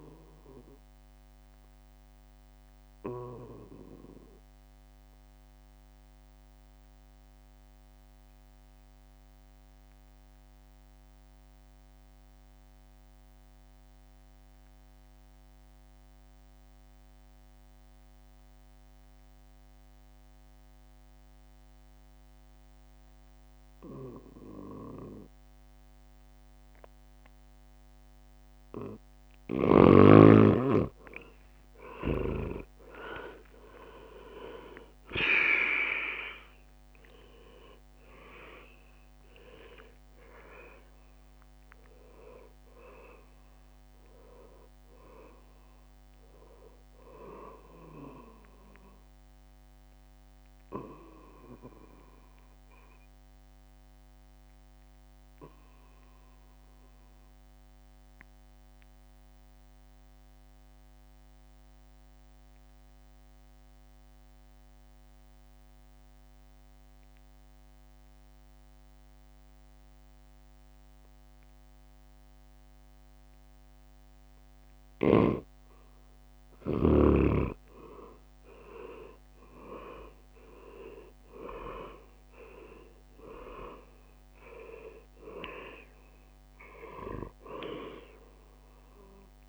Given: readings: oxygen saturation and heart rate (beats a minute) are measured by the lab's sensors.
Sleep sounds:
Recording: breathing in sleep by a microphone on the trachea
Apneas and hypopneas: 2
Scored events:
0.00-15.50 s: oxygen desaturation (device-marked, oxygen 92% lowest, heart rate 59 extreme)
3.00-28.50 s: obstructive apnea (oxygen 100% before, 90% lowest, heart rate 69 before, 59 extreme, up 14 after)
30.50-63.50 s: oxygen desaturation (device-marked, oxygen 99% before, 90% lowest, heart rate 62 before, 59 extreme)
31.00-36.00 s: arousal
32.50-50.50 s: drop in pulse transit time (device-marked, heart rate 63 before, 69 extreme)
39.50-48.00 s: leg movement (device-marked)
51.50-73.50 s: obstructive apnea (oxygen 99% before, 90% lowest, heart rate 72 before, 59 extreme, up 12 after)
76.00-80.00 s: arousal
76.50-78.50 s: leg movement (device-marked)
78.50-89.49 s: drop in pulse transit time (device-marked, heart rate 61 before, 64 extreme)
81.50-89.49 s: oxygen desaturation (device-marked, oxygen 100% before, 92% lowest, heart rate 63 before, 61 extreme)
From the record:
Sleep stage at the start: N2 (light sleep)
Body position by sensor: on the back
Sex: male

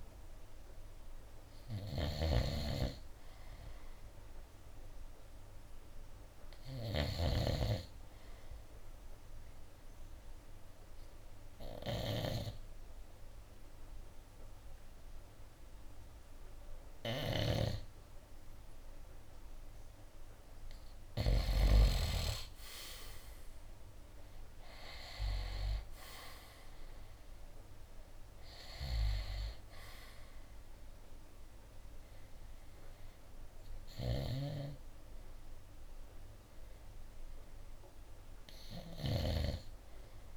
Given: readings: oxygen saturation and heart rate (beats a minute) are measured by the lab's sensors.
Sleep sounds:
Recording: breathing in sleep by a room microphone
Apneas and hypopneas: 1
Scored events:
0.00-21.50 s: snoring (device-marked)
8.50-21.00 s: hypopnea (oxygen 94% before, 89% lowest, heart rate 71 before, 63 extreme, up 14 after)
22.50-26.50 s: arousal
23.00-35.00 s: drop in pulse transit time (device-marked, heart rate 68 before, 65 extreme)
32.00-40.37 s: oxygen desaturation (device-marked, oxygen 94% before, 89% lowest, heart rate 70 before, 63 extreme)
34.00-40.37 s: snoring (device-marked)
From the record:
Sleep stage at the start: N2 (light sleep)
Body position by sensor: on the right side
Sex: male

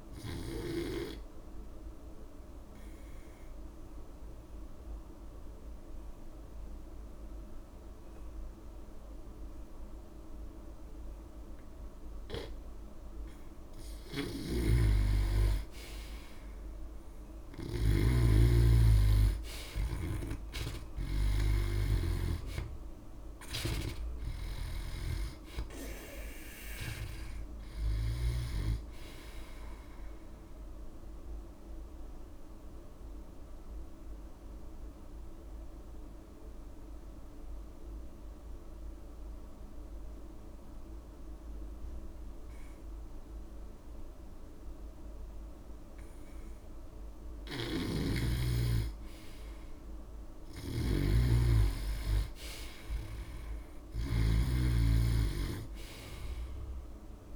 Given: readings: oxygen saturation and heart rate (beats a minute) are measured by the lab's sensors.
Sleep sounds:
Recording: breathing in sleep by a room microphone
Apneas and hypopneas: 2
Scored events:
0.00-12.50 s: oxygen desaturation (device-marked, oxygen 90% lowest)
1.00-12.00 s: obstructive apnea (oxygen 96% before, 88% lowest)
14.00-28.50 s: snoring (device-marked)
15.00-18.00 s: arousal
21.50-40.50 s: oxygen desaturation (device-marked, oxygen 96% before, 88% lowest)
31.50-46.00 s: obstructive apnea (oxygen 96% before, 88% lowest)
47.50-50.50 s: arousal
47.50-57.36 s: snoring (device-marked)
50.50-57.36 s: oxygen desaturation (device-marked, oxygen 97% before, 90% lowest)
From the record:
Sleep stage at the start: N2 (light sleep)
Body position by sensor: on the back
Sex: male

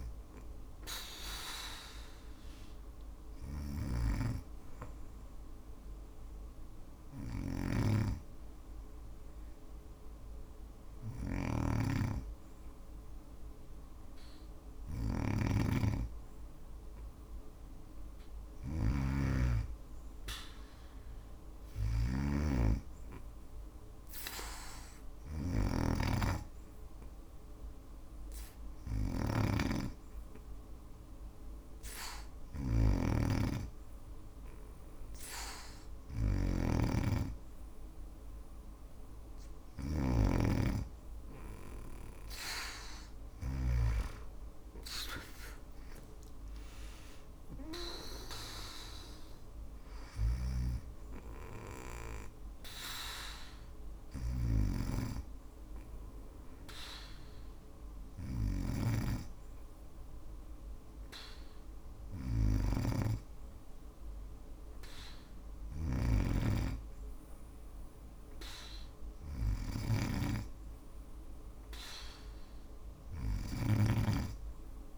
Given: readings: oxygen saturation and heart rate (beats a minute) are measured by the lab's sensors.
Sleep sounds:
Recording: breathing in sleep by a room microphone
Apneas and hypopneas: 3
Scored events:
1.50-14.50 s: hypopnea (oxygen 95% before, 93% lowest, heart rate 54 before, 39 extreme, up 34 after)
2.50-43.00 s: snoring (device-marked)
18.50-22.00 s: arousal
25.00-37.50 s: hypopnea (oxygen 97% before, 94% lowest, heart rate 52 before, 33 extreme, up 21 after)
42.00-45.50 s: arousal
49.00-74.98 s: snoring (device-marked)
52.00-64.00 s: hypopnea (oxygen 96% before, 94% lowest, heart rate 52 before, 26 extreme, up 13 after)
68.00-71.00 s: arousal
From the record:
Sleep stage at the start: N2 (light sleep)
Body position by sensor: on the back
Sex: female

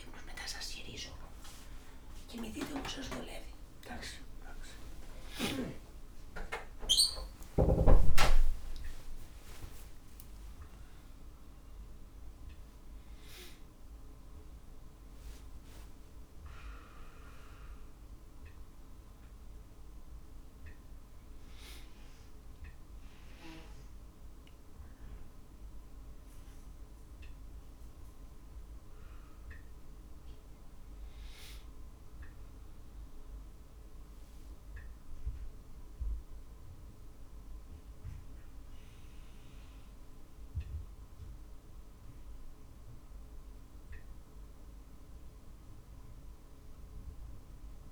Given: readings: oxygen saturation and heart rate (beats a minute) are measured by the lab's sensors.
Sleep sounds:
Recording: a person awake in a sleep study, by a room microphone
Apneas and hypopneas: none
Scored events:
9.50-11.50 s: long interval between heartbeats (device-marked, heart rate 61 before, 64 extreme)
18.00-20.00 s: long interval between heartbeats (device-marked, heart rate 59 before, 63 extreme)
From the record:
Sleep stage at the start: awake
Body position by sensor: on the back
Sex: male

